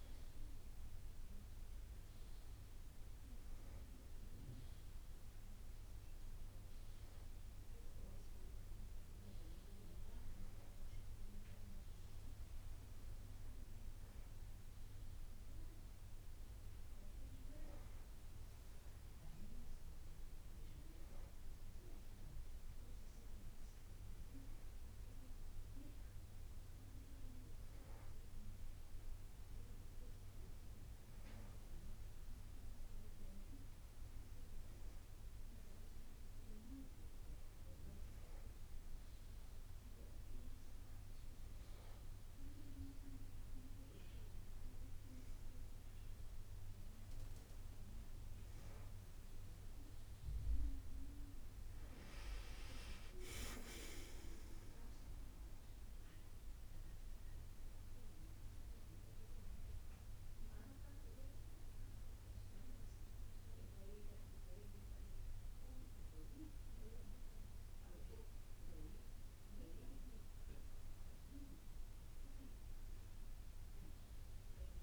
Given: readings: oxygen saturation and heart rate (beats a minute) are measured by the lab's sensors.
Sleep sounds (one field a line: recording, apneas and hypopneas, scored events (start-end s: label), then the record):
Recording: breathing in sleep by a room microphone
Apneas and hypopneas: none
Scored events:
58.00-70.00 s: drop in pulse transit time (device-marked, heart rate 60 before, 55 extreme)
From the record:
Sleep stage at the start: N2 (light sleep)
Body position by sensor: on the back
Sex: female